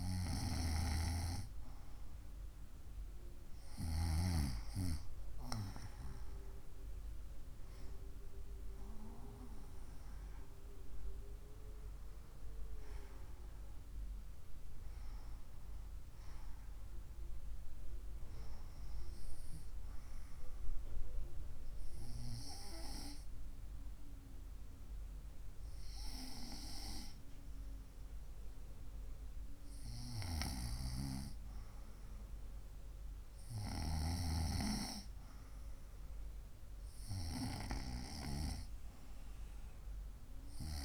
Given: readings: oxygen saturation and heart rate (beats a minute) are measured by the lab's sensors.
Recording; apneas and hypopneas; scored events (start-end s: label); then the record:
breathing in sleep by a room microphone; none
none scored
From the record:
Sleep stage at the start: N2 (light sleep); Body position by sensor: on the right side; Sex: female